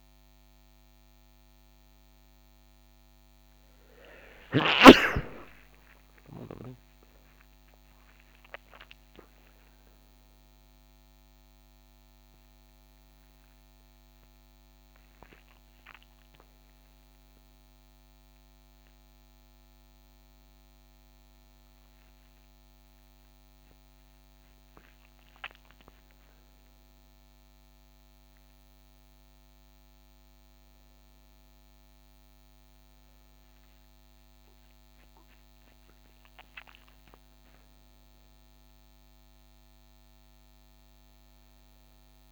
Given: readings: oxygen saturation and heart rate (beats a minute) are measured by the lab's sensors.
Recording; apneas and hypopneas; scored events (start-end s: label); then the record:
a person awake in a sleep study, by a microphone on the trachea; none
none scored
From the record:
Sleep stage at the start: awake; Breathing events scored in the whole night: 68 in 7.1 hours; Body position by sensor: on the back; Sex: male